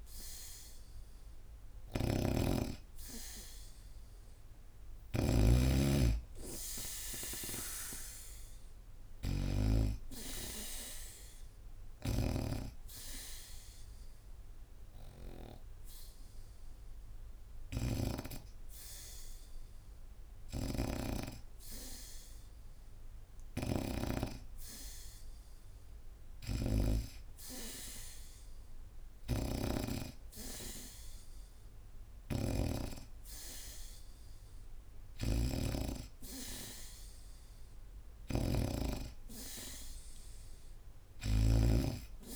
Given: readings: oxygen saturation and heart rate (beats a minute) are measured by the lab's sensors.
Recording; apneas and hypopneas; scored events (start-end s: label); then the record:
breathing in sleep by a room microphone; 1
0.00-2.00 s: arousal
0.00-12.00 s: snoring (device-marked)
12.50-24.50 s: hypopnea (oxygen 93% before, 85% lowest, heart rate 76 before, 70 extreme, up 0 after)
14.00-20.00 s: oxygen desaturation (device-marked, oxygen 93% before, 90% lowest, heart rate 76 before, 70 extreme)
20.00-32.50 s: snoring (device-marked)
26.00-29.00 s: arousal
33.00-42.36 s: oxygen desaturation (device-marked, oxygen 96% before, 91% lowest, heart rate 73 before, 71 extreme)
34.50-42.36 s: snoring (device-marked)
From the record:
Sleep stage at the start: N2 (light sleep); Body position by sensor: on the back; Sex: female